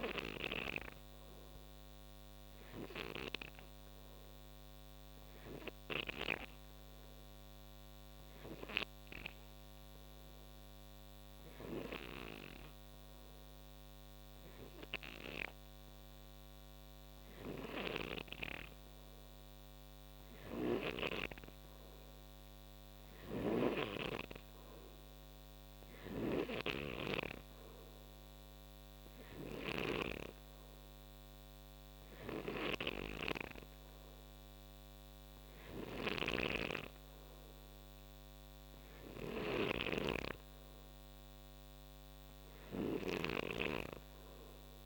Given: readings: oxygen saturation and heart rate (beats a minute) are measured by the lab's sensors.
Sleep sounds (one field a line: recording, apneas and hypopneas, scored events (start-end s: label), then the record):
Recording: breathing in sleep by a microphone on the trachea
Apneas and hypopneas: none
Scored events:
20.00-23.50 s: snoring (device-marked)
25.50-44.85 s: snoring (device-marked)
From the record:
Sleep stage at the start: N3 (deep sleep)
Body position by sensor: on the right side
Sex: male